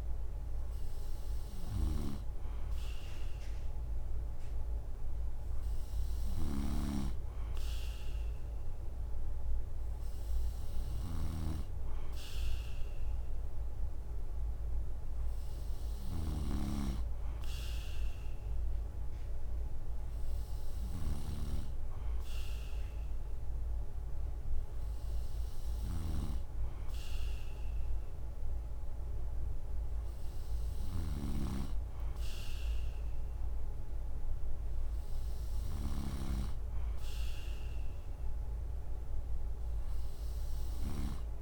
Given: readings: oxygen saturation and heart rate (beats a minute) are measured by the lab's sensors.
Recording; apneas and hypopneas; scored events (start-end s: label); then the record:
breathing in sleep by a room microphone; none
0.00-41.00 s: snoring (device-marked)
From the record:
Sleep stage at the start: N3 (deep sleep); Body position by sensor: on the right side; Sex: male